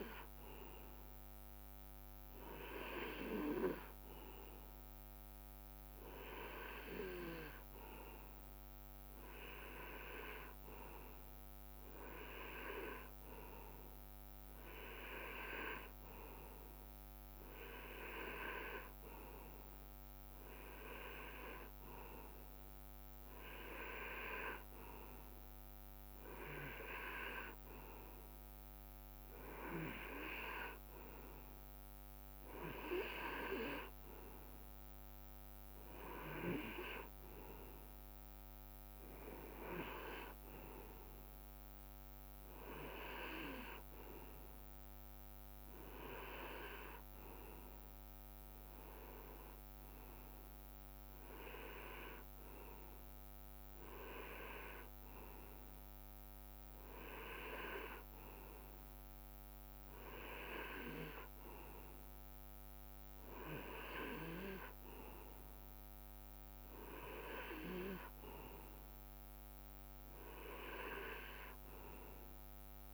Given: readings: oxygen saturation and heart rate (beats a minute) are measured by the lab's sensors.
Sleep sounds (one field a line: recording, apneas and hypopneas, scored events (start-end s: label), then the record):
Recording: breathing in sleep by a microphone on the trachea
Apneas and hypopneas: none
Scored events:
1.50-72.94 s: new sleep stage, REM sleep
58.50-60.50 s: long interval between heartbeats (device-marked, heart rate 64 before, 68 extreme)
From the record:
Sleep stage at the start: N2 (light sleep)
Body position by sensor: on the right side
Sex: male